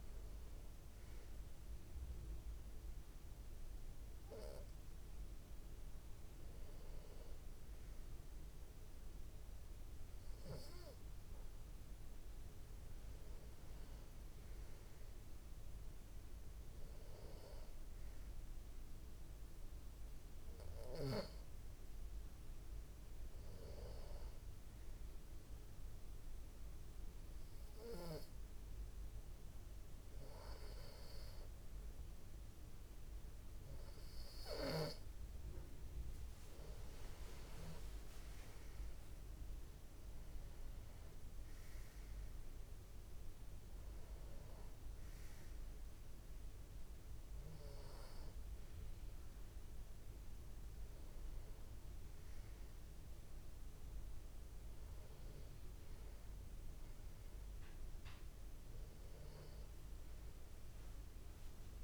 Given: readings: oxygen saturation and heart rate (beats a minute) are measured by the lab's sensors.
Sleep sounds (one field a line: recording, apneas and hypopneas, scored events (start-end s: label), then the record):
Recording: breathing in sleep, hard to hear, by a room microphone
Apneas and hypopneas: 1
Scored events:
21.00-26.00 s: tachycardia (device-marked)
21.50-35.50 s: hypopnea (oxygen 95% before, 92% lowest)
38.50-43.50 s: arousal
From the record:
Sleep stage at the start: N2 (light sleep)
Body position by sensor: on the back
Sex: male